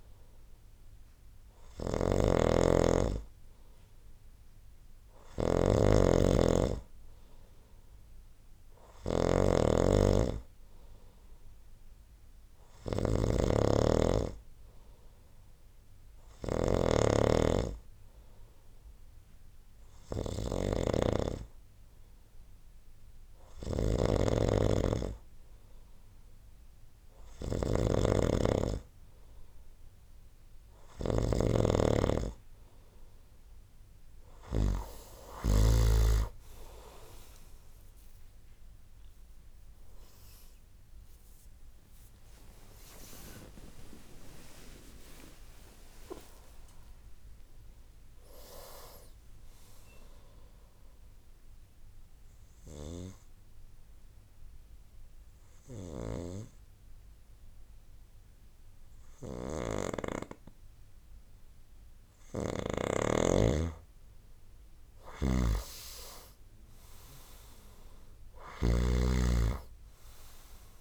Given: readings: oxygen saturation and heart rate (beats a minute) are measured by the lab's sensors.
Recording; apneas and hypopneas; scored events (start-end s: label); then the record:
breathing in sleep by a room microphone; 1
0.00-35.50 s: snoring (device-marked)
40.50-45.50 s: arousal
41.50-48.50 s: tachycardia (device-marked, heart rate 69 before, 127 extreme)
42.50-65.50 s: oxygen desaturation (device-marked, oxygen 95% before, 92% lowest, heart rate 75 before, 59 extreme)
51.50-62.50 s: obstructive apnea (oxygen 95% before, 91% lowest, heart rate 95 before, 59 extreme, up 4 after)
59.00-63.00 s: snoring (device-marked)
65.00-70.81 s: snoring (device-marked)
65.50-69.50 s: arousal
From the record:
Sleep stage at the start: N2 (light sleep); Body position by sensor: on the right side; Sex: male